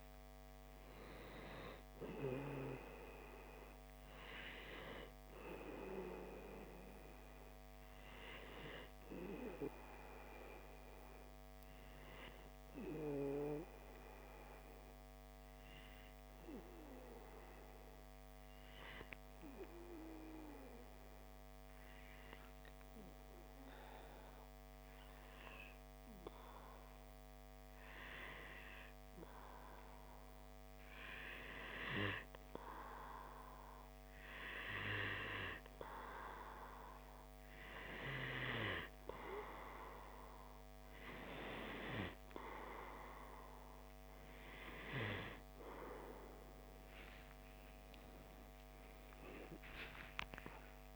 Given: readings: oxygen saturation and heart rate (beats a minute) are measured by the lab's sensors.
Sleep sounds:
breathing in sleep by a microphone on the trachea; 1
13.50-31.00 s: obstructive apnea (oxygen 96% before, 94% lowest, heart rate 61 before, 59 extreme, up 0 after)
33.00-36.50 s: arousal
46.50-50.50 s: arousal
From the record:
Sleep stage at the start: N2 (light sleep); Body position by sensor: on the back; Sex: male

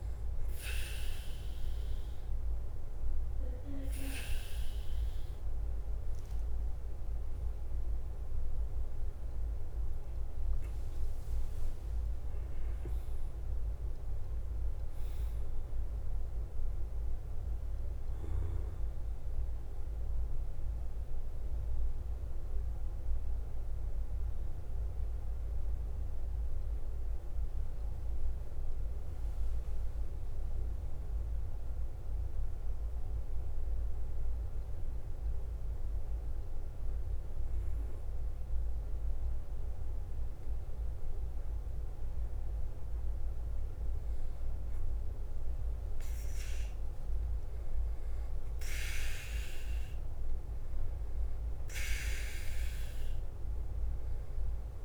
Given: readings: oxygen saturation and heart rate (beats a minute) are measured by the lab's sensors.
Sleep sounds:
breathing in sleep by a room microphone; 1
0.00-54.85 s: bradycardia (device-marked, heart rate 44 extreme)
6.00-9.50 s: arousal
23.00-42.00 s: obstructive apnea (oxygen 97% before, 94% lowest, heart rate 54 before, 51 extreme, up 3 after)
46.00-48.50 s: arousal
From the record:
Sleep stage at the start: N2 (light sleep); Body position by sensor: on the back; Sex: male

